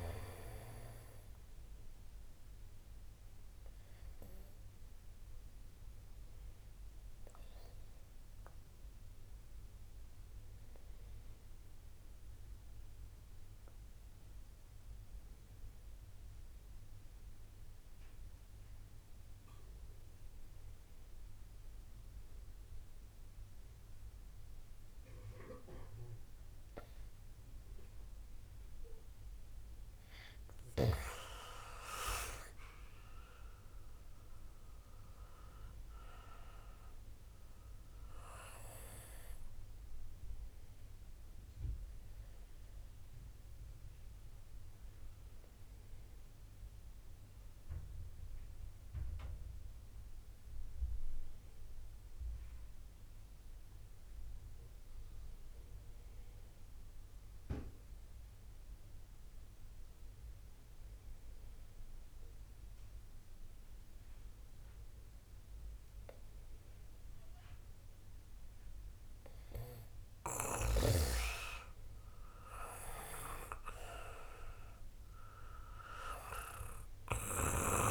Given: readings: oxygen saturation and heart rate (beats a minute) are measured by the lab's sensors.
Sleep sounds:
breathing in sleep by a room microphone; 2
0.00-18.00 s: oxygen desaturation (device-marked, oxygen 87% lowest, heart rate 43 extreme)
7.50-28.50 s: obstructive apnea (oxygen 96% before, 87% lowest, heart rate 57 before, 57 extreme, up 5 after)
32.00-35.50 s: arousal
32.00-57.00 s: oxygen desaturation (device-marked, oxygen 96% before, 88% lowest, heart rate 62 before, 40 extreme)
41.50-69.50 s: obstructive apnea (oxygen 97% before, 88% lowest, heart rate 60 before, 40 extreme, up 1 after)
71.00-77.90 s: oxygen desaturation (device-marked, oxygen 97% before, 88% lowest, heart rate 63 before, 40 extreme)
73.00-75.50 s: arousal
From the record:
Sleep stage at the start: N2 (light sleep); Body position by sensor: on the back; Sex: male

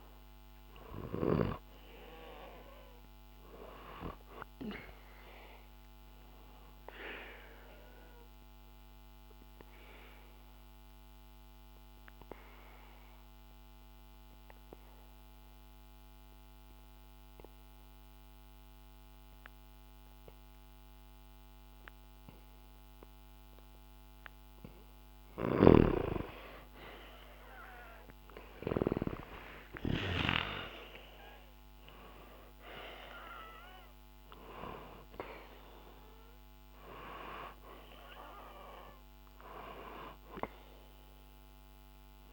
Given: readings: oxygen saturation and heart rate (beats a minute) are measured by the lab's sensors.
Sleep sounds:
breathing in sleep by a microphone on the trachea; 1
1.00-17.00 s: oxygen desaturation (device-marked, oxygen 98% before, 93% lowest, heart rate 65 before, 63 extreme)
7.00-24.50 s: obstructive apnea (oxygen 98% before, 91% lowest, heart rate 64 before, 63 extreme, up 0 after)
25.50-29.00 s: snoring (device-marked)
27.00-31.50 s: arousal
33.00-42.33 s: oxygen desaturation (device-marked, oxygen 97% before, 91% lowest, heart rate 65 before, 63 extreme)
From the record:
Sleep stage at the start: N2 (light sleep); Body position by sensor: on the back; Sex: male

